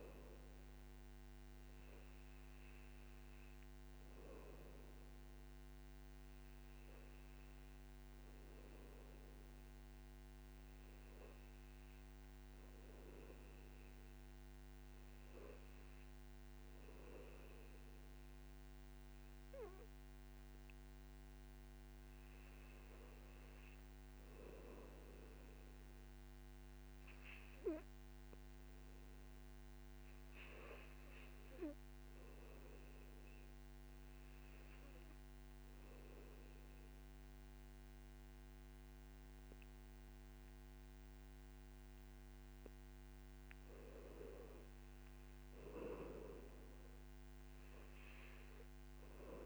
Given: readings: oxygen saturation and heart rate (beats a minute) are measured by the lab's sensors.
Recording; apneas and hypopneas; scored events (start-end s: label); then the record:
breathing in sleep by a microphone on the trachea; 1
1.50-41.00 s: obstructive apnea (oxygen 98% before, 90% lowest, heart rate 69 before, 50 extreme, up 5 after)
24.50-49.46 s: oxygen desaturation (device-marked, oxygen 100% before, 93% lowest, heart rate 51 before, 52 extreme)
42.00-45.50 s: arousal
From the record:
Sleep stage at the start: REM sleep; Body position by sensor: on the back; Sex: male